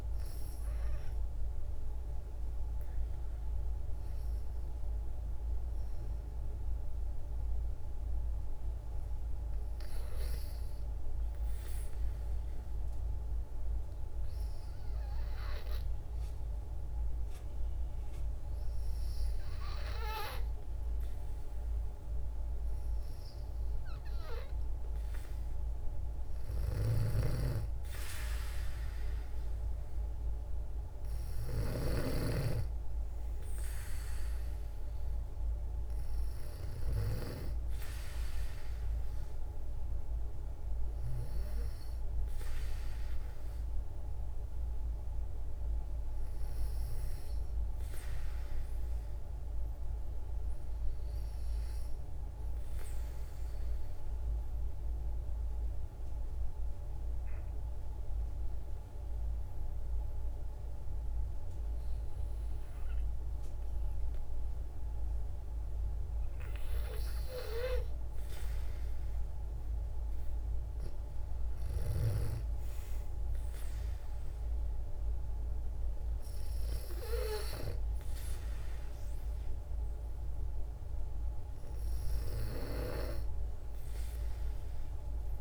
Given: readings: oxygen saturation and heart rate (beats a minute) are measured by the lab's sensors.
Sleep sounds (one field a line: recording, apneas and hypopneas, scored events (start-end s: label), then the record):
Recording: breathing in sleep by a room microphone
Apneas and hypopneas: 2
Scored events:
13.00-25.00 s: hypopnea (oxygen 96% before, 91% lowest, heart rate 56 before, 55 extreme, up 2 after)
23.00-45.00 s: oxygen desaturation (device-marked, oxygen 95% before, 91% lowest, heart rate 57 before, 55 extreme)
26.50-31.50 s: snoring (device-marked)
30.50-34.50 s: arousal
52.50-65.00 s: obstructive apnea (oxygen 95% before, 92% lowest, heart rate 58 before, 56 extreme, up 2 after)
67.50-71.00 s: arousal
72.00-85.41 s: oxygen desaturation (device-marked, oxygen 96% before, 92% lowest, heart rate 59 before, 55 extreme)
From the record:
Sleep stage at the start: N2 (light sleep)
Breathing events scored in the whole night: 464 in 7.3 hours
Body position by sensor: on the back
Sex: female